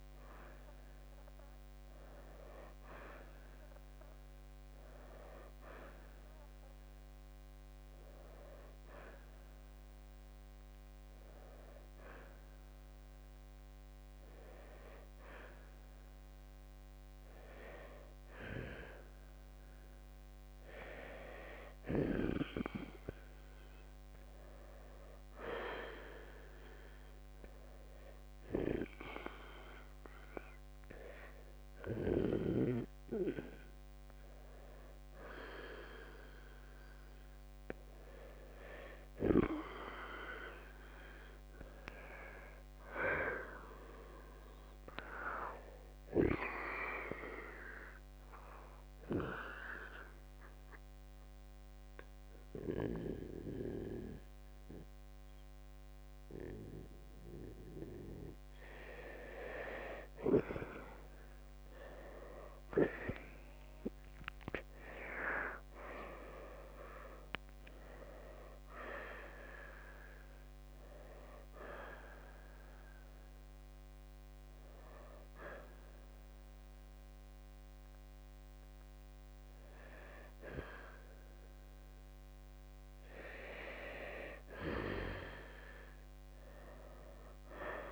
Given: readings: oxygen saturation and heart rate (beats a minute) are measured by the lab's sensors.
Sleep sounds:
breathing in sleep by a microphone on the trachea; 1
0.00-5.50 s: oxygen desaturation (device-marked, oxygen 84% lowest, heart rate 61 extreme)
33.50-50.50 s: oxygen desaturation (device-marked, oxygen 91% before, 88% lowest, heart rate 64 before, 52 extreme)
40.50-44.50 s: arousal
50.00-60.00 s: central apnea (oxygen 91% before, 85% lowest, heart rate 61 before, 59 extreme, up 8 after)
56.50-65.50 s: oxygen desaturation (device-marked, oxygen 90% before, 87% lowest, heart rate 62 before, 59 extreme)
64.00-68.00 s: arousal
From the record:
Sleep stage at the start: N2 (light sleep); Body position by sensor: on the right side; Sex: male

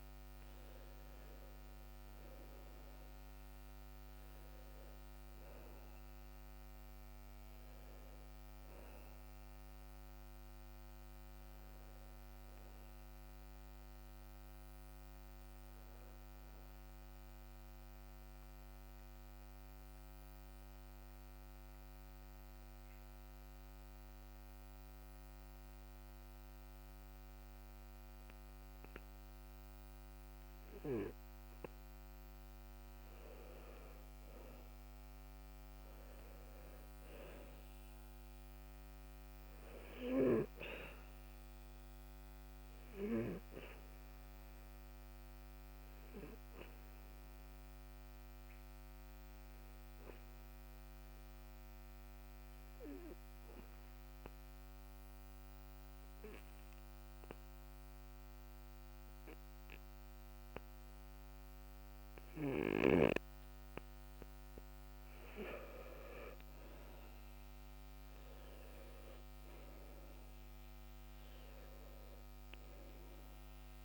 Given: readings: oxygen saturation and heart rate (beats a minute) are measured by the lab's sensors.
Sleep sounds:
breathing in sleep by a microphone on the trachea; 2
0.00-1.00 s: arousal
0.00-33.00 s: oxygen desaturation (device-marked, oxygen 97% before, 92% lowest, heart rate 63 before, 59 extreme)
18.00-32.00 s: obstructive apnea (oxygen 97% before, 92% lowest, heart rate 68 before, 59 extreme, up 8 after)
34.50-38.00 s: arousal
45.00-64.50 s: obstructive apnea (oxygen 97% before, 89% lowest, heart rate 63 before, 61 extreme, up 12 after)
56.00-63.00 s: oxygen desaturation (device-marked, oxygen 96% before, 92% lowest, heart rate 64 before, 61 extreme)
66.50-71.00 s: arousal
From the record:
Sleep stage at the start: N2 (light sleep); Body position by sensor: on the back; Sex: male

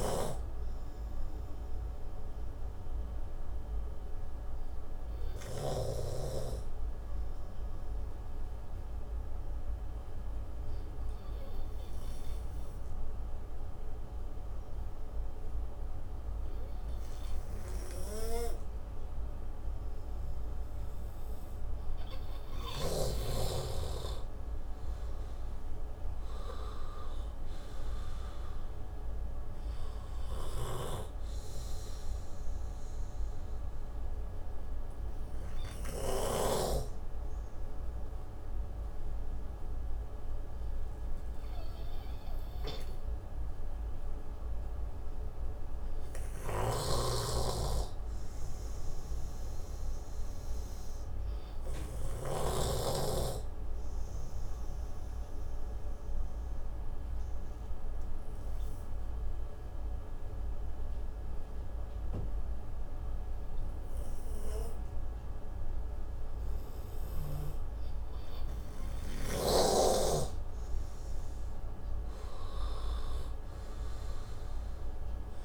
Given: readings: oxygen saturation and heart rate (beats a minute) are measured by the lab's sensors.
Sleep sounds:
breathing in sleep by a room microphone; 2
0.00-6.50 s: snoring (device-marked)
1.50-21.50 s: obstructive apnea (oxygen 96% before, 90% lowest, heart rate 74 before, 56 extreme, up 28 after)
25.00-28.50 s: arousal
33.50-70.50 s: obstructive apnea (oxygen 97% before, 90% lowest)
40.00-54.00 s: oxygen desaturation (device-marked, oxygen 95% before, 90% lowest)
47.00-53.00 s: snoring (device-marked)
73.00-75.45 s: arousal
From the record:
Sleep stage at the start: N2 (light sleep); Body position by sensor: on the right side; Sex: male

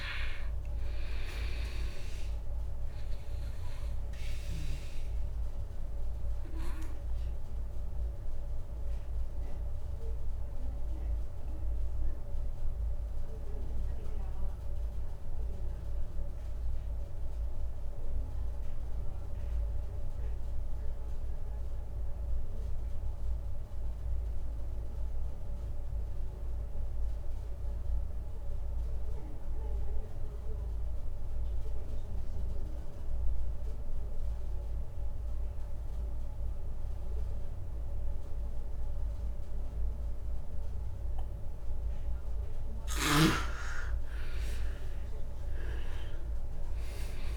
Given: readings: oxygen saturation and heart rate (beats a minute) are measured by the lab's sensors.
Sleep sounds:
breathing in sleep by a room microphone; 1
0.00-20.00 s: oxygen desaturation (device-marked, oxygen 89% lowest, heart rate 27 extreme)
5.00-42.00 s: obstructive apnea (oxygen 100% before, 86% lowest, heart rate 46 before, 31 extreme)
39.00-47.37 s: oxygen desaturation (device-marked, oxygen 99% before, 86% lowest, heart rate 51 before, 31 extreme)
From the record:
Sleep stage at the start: N2 (light sleep); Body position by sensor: on the back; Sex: male

